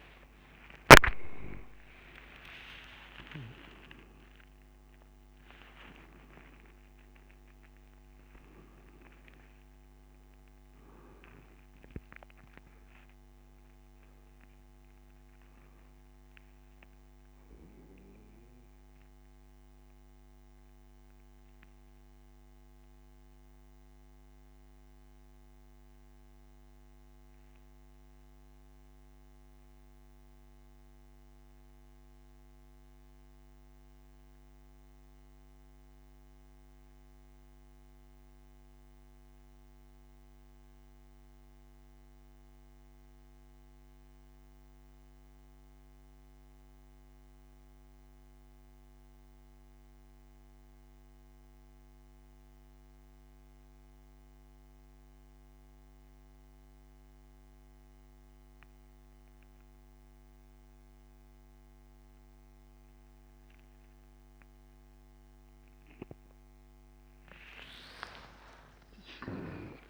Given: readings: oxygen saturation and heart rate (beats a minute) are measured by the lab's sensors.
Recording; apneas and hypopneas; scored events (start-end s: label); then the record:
breathing in sleep by a microphone on the trachea; 1
0.00-6.50 s: arousal
16.50-53.50 s: oxygen desaturation (device-marked, oxygen 97% before, 86% lowest)
19.50-65.50 s: mixed apnea (oxygen 98% before, 85% lowest)
68.00-69.90 s: arousal
From the record:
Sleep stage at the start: N2 (light sleep); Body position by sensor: on the back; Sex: male